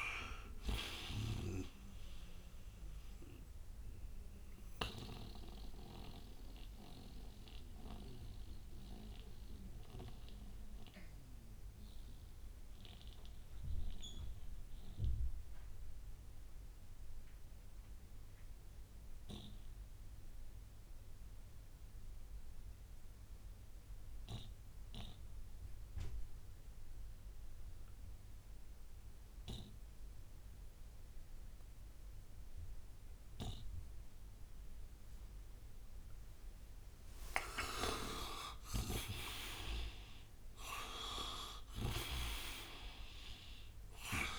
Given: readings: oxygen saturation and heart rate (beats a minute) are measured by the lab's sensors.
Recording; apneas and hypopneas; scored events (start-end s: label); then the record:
breathing in sleep by a room microphone; 1
0.00-16.50 s: oxygen desaturation (device-marked, oxygen 82% lowest, heart rate 59 extreme)
4.50-35.50 s: mixed apnea (oxygen 98% before, 81% lowest, heart rate 71 before, 59 extreme, up 7 after)
34.50-44.39 s: oxygen desaturation (device-marked, oxygen 97% before, 81% lowest, heart rate 60 before, 58 extreme)
37.00-41.50 s: arousal
41.50-44.39 s: snoring (device-marked)
From the record:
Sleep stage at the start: N2 (light sleep); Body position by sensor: on the right side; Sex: male